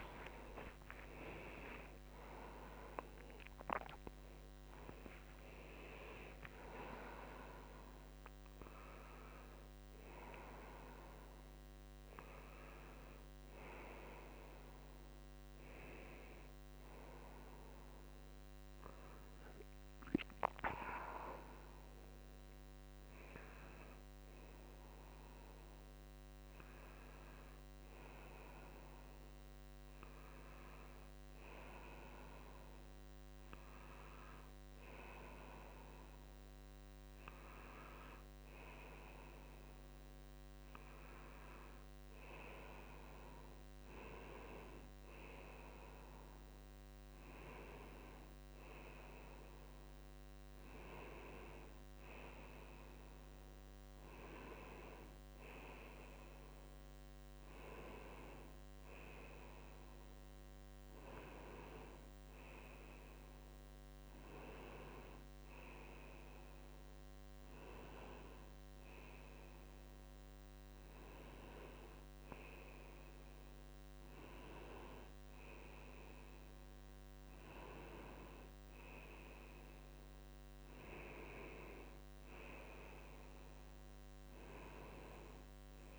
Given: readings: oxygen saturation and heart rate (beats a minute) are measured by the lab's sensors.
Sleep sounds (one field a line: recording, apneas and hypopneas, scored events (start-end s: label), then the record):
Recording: a person awake in a sleep study, by a microphone on the trachea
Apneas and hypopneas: none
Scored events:
0.00-2.00 s: long interval between heartbeats (device-marked, heart rate 77 before, 126 extreme)
0.00-2.50 s: tachycardia (device-marked, heart rate 133 extreme)
From the record:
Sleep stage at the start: awake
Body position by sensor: on the right side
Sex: male